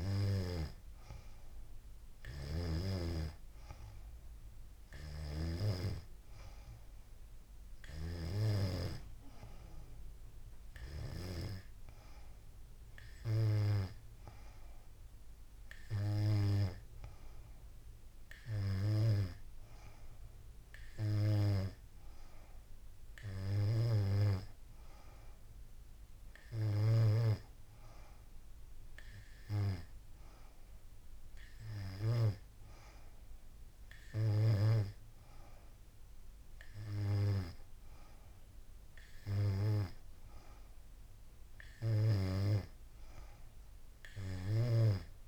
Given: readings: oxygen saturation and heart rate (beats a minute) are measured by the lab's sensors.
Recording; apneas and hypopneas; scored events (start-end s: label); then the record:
breathing in sleep by a room microphone; none
none scored
From the record:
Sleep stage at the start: N3 (deep sleep); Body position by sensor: on the back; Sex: female